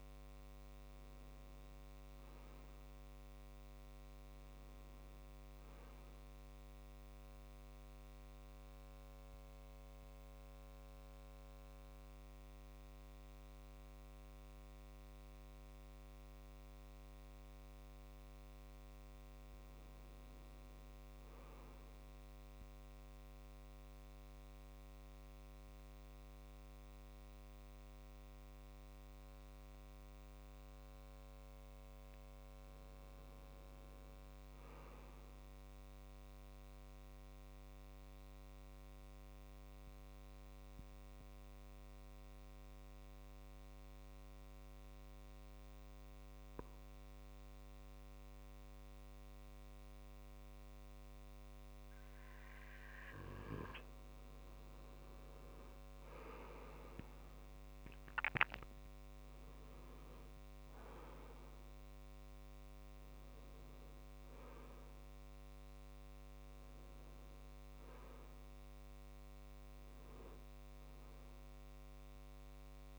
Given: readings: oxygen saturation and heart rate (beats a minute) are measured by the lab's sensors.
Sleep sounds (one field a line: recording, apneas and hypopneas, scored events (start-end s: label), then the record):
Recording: breathing in sleep, hard to hear, by a microphone on the trachea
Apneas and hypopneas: 2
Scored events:
0.00-15.00 s: oxygen desaturation (device-marked, oxygen 90% lowest, heart rate 64 extreme)
8.00-20.00 s: obstructive apnea (oxygen 96% before, 90% lowest, heart rate 70 before, 64 extreme, up 4 after)
22.00-26.00 s: arousal
38.00-53.00 s: obstructive apnea (oxygen 99% before, 90% lowest, heart rate 67 before, 66 extreme, up 6 after)
55.50-60.00 s: arousal
62.00-72.99 s: oxygen desaturation (device-marked, oxygen 96% before, 90% lowest, heart rate 71 before, 64 extreme)
From the record:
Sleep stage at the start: N2 (light sleep)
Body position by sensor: on the right side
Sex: male